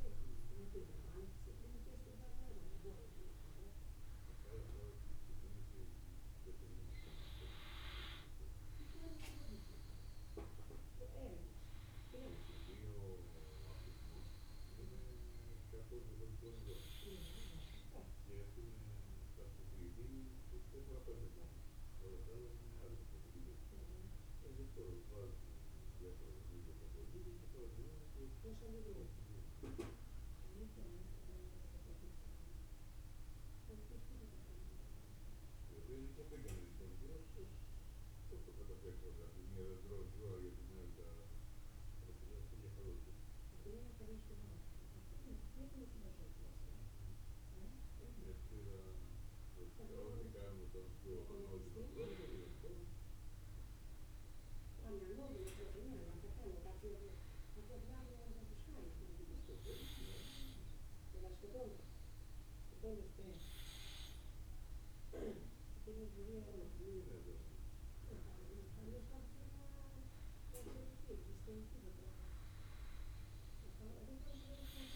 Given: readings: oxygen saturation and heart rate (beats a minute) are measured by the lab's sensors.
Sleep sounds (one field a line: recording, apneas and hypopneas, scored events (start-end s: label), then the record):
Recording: breathing in sleep by a room microphone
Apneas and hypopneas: none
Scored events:
none scored
From the record:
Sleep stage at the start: N2 (light sleep)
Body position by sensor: on the back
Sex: male